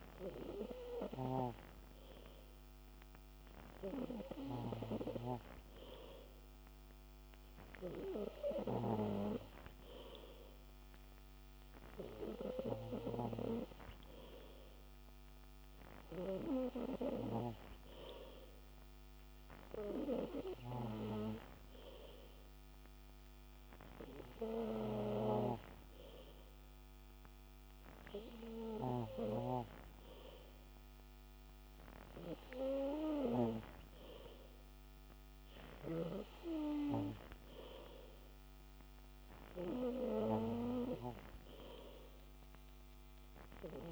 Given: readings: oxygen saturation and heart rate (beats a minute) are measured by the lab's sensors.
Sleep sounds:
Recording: breathing in sleep by a microphone on the trachea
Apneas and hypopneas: none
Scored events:
none scored
From the record:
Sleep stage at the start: N3 (deep sleep)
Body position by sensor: on the back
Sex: male

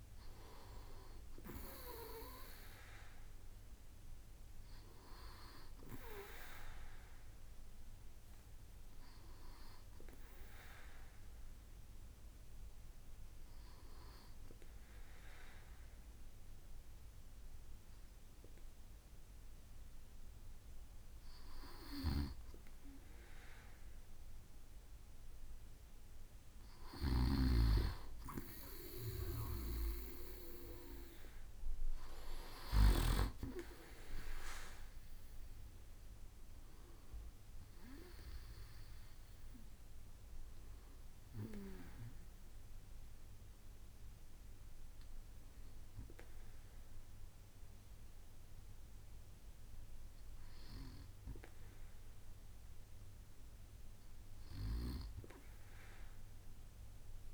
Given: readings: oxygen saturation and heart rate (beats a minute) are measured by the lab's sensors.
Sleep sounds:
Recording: breathing in sleep by a room microphone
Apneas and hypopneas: 1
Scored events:
12.50-25.00 s: hypopnea (oxygen 98% before, 96% lowest, heart rate 70 before, 65 extreme, up 5 after)
26.50-33.00 s: snoring (device-marked)
35.00-39.00 s: arousal
From the record:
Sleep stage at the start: N2 (light sleep)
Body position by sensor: on the right side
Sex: male

